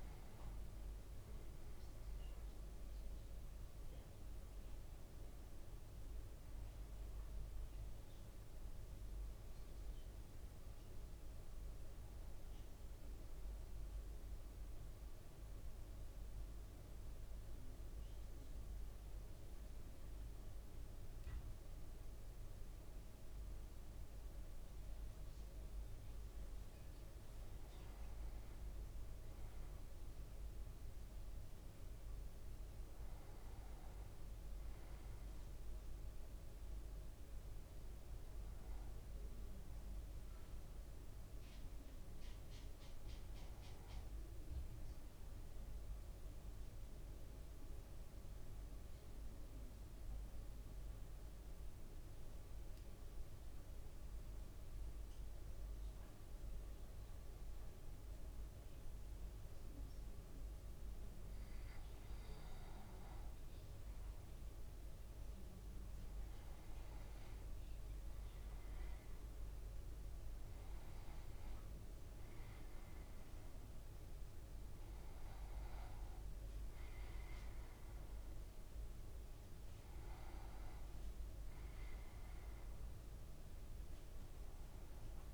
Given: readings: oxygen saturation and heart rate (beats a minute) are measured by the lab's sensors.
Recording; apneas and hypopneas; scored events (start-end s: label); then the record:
breathing in sleep, hard to hear, by a room microphone; 2
1.00-18.00 s: oxygen desaturation (device-marked, oxygen 99% before, 95% lowest, heart rate 55 before, 54 extreme)
13.50-26.00 s: central apnea (oxygen 99% before, 94% lowest, heart rate 56 before, 54 extreme, up 2 after)
27.00-34.00 s: arousal
50.00-61.00 s: obstructive apnea (oxygen 98% before, 94% lowest, heart rate 56 before, 53 extreme, up 4 after)
63.00-69.00 s: arousal
71.00-85.34 s: oxygen desaturation (device-marked, oxygen 98% before, 94% lowest, heart rate 54 before, 50 extreme)
From the record:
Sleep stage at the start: N2 (light sleep); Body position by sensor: on the back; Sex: male